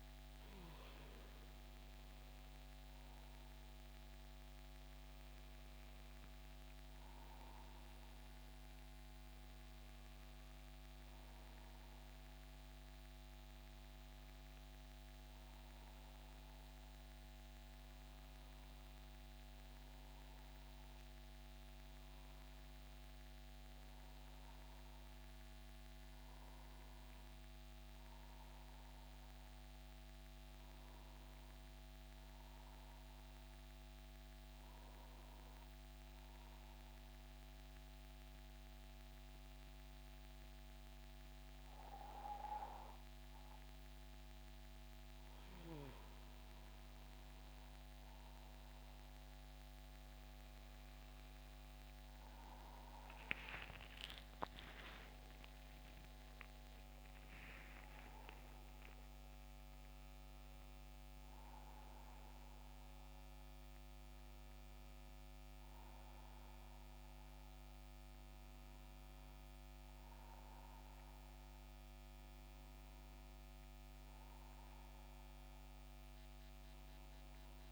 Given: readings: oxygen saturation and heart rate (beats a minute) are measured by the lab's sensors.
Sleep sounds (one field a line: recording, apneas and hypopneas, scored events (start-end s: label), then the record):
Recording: breathing in sleep, hard to hear, by a microphone on the trachea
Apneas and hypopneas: 1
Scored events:
4.50-17.50 s: oxygen desaturation (device-marked, oxygen 93% before, 90% lowest, heart rate 76 before, 77 extreme)
25.50-30.50 s: arousal
35.50-47.50 s: hypopnea (oxygen 94% before, 90% lowest, heart rate 83 before, 74 extreme, up 13 after)
49.00-55.00 s: arousal
53.50-77.50 s: oxygen desaturation (device-marked, oxygen 94% before, 90% lowest, heart rate 78 before, 76 extreme)
From the record:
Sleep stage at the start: N2 (light sleep)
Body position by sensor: on the back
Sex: male